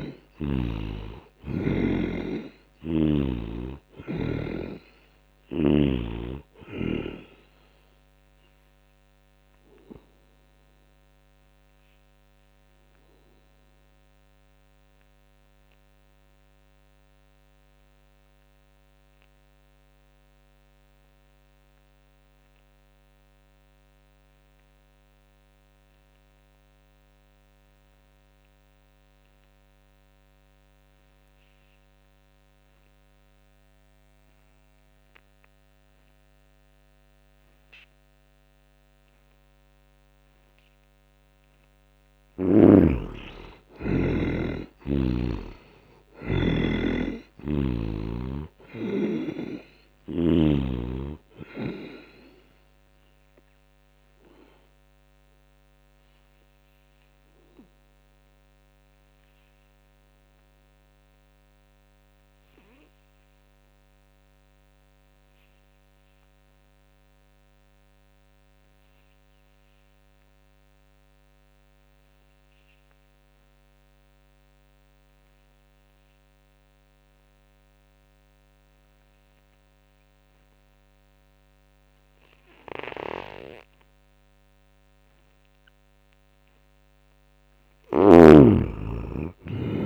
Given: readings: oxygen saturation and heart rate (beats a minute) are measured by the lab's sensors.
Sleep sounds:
breathing in sleep by a microphone on the trachea; 2
0.00-19.00 s: oxygen desaturation (device-marked, oxygen 70% lowest, heart rate 56 extreme)
2.00-5.50 s: snoring (device-marked)
7.50-40.50 s: obstructive apnea (oxygen 96% before, 70% lowest, heart rate 68 before, 59 extreme, up 19 after)
26.00-66.00 s: oxygen desaturation (device-marked, oxygen 98% before, 70% lowest, heart rate 82 before, 59 extreme)
42.00-46.00 s: arousal
52.00-85.50 s: obstructive apnea (oxygen 98% before, 70% lowest, heart rate 67 before, 62 extreme, up 14 after)
75.00-89.86 s: oxygen desaturation (device-marked, oxygen 99% before, 70% lowest, heart rate 80 before, 59 extreme)
86.50-89.86 s: arousal
From the record:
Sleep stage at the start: N2 (light sleep); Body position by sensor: on the back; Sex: male

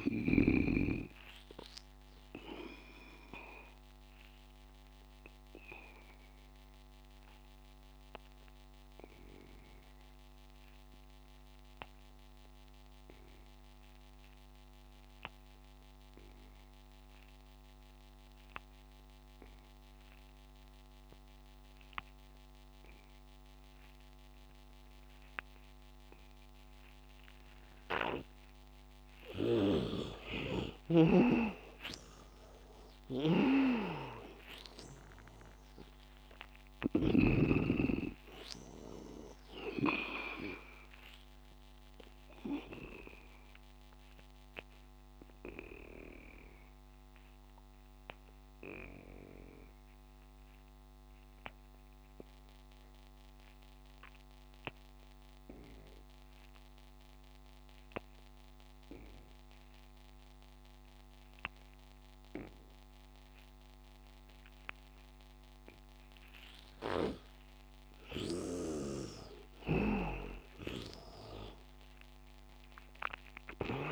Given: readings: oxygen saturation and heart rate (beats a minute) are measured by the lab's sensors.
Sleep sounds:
breathing in sleep by a microphone on the trachea; 2
0.00-13.50 s: oxygen desaturation (device-marked, oxygen 79% lowest, heart rate 78 extreme)
2.50-28.50 s: obstructive apnea (oxygen 99% before, 78% lowest, heart rate 91 before, 78 extreme, up 19 after)
27.50-52.50 s: oxygen desaturation (device-marked, oxygen 99% before, 78% lowest, heart rate 85 before, 77 extreme)
29.50-37.50 s: snoring (device-marked)
30.00-33.00 s: arousal
41.00-68.50 s: obstructive apnea (oxygen 100% before, 78% lowest, heart rate 87 before, 77 extreme, up 20 after)
54.50-73.91 s: oxygen desaturation (device-marked, oxygen 100% before, 80% lowest, heart rate 95 before, 77 extreme)
69.50-73.91 s: snoring (device-marked)
From the record:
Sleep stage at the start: N2 (light sleep); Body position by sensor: on the back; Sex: male

